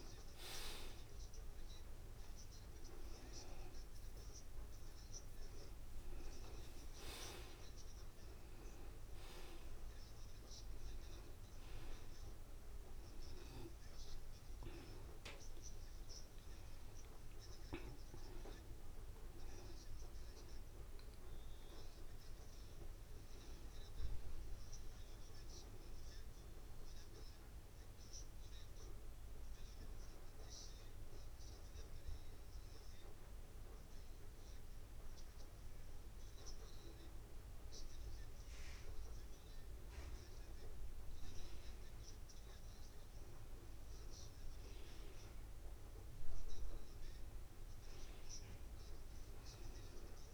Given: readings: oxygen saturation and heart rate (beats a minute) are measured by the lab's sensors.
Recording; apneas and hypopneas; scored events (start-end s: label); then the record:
breathing in sleep by a room microphone; 1
22.50-25.50 s: arousal
29.00-39.00 s: obstructive apnea (oxygen 94% before, 90% lowest, heart rate 78 before, 75 extreme, up 3 after)
41.00-44.50 s: arousal
45.50-50.34 s: oxygen desaturation (device-marked, oxygen 93% before, 90% lowest, heart rate 77 before, 75 extreme)
49.00-50.34 s: long interval between heartbeats (device-marked, heart rate 77 before, 85 extreme)
From the record:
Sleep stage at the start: N2 (light sleep); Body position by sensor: on the back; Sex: male